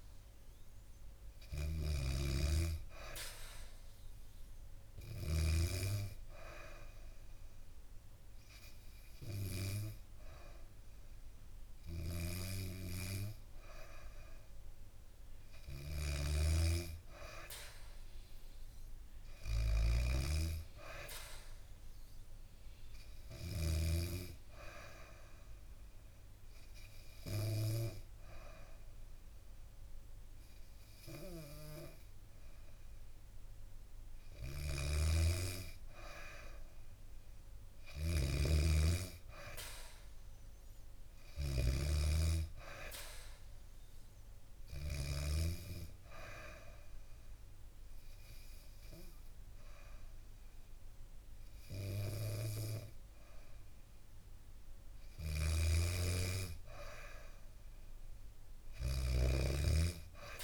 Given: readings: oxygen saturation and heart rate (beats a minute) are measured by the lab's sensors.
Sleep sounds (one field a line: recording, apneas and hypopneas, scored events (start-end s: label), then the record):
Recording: breathing in sleep by a room microphone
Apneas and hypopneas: 3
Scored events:
0.00-5.50 s: snoring (device-marked)
6.00-17.00 s: hypopnea (oxygen 96% before, 92% lowest, heart rate 71 before, 68 extreme, up 3 after)
11.50-23.50 s: snoring (device-marked)
18.50-21.00 s: arousal
21.00-32.00 s: oxygen desaturation (device-marked, oxygen 96% before, 93% lowest, heart rate 71 before, 68 extreme)
24.50-35.50 s: obstructive apnea (oxygen 96% before, 92% lowest, heart rate 71 before, 68 extreme, up 4 after)
34.50-45.00 s: snoring (device-marked)
38.50-41.50 s: arousal
45.50-55.50 s: obstructive apnea (oxygen 96% before, 92% lowest, heart rate 71 before, 67 extreme, up 3 after)
55.00-60.44 s: snoring (device-marked)
57.50-60.00 s: arousal
From the record:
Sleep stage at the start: N2 (light sleep)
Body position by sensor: on the back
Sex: female